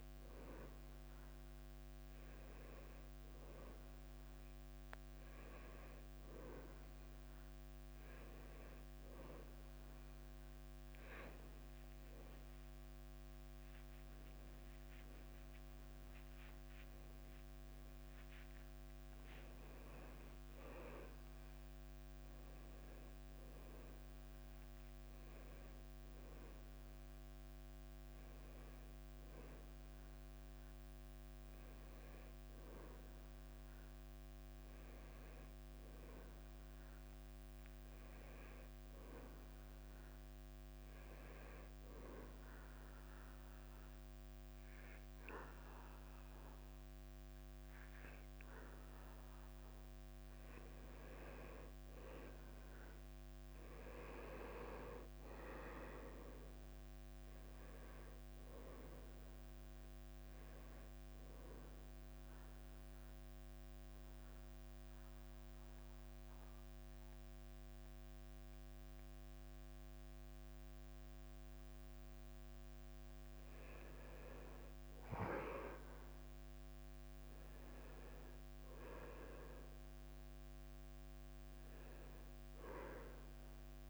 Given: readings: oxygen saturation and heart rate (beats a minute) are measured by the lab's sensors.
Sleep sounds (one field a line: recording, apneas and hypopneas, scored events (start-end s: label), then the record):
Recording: breathing in sleep by a microphone on the trachea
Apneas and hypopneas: 1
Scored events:
17.50-21.00 s: arousal
55.50-58.50 s: arousal
57.00-77.00 s: oxygen desaturation (device-marked, oxygen 94% before, 89% lowest, heart rate 95 before, 87 extreme)
62.50-74.00 s: central apnea (oxygen 95% before, 89% lowest, heart rate 94 before, 87 extreme, up 1 after)
77.50-81.00 s: arousal
82.00-83.90 s: new sleep stage, N2 (light sleep)
From the record:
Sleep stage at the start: N1 (lightest sleep)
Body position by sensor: on the back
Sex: male